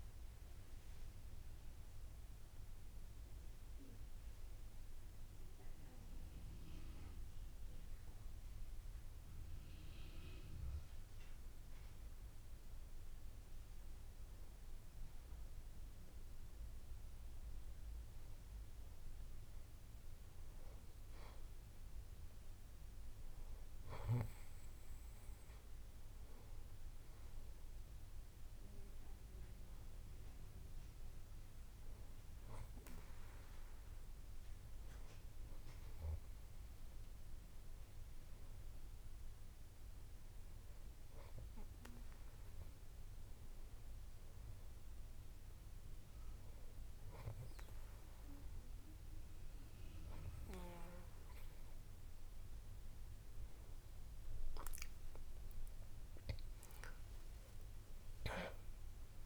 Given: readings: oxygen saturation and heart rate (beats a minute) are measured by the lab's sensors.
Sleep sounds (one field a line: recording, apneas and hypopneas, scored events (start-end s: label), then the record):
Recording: breathing in sleep by a room microphone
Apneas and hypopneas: 1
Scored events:
2.50-13.50 s: obstructive apnea (oxygen 96% before, 93% lowest)
15.50-19.50 s: arousal
54.50-58.50 s: arousal
From the record:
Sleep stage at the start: N2 (light sleep)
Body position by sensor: on the back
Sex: male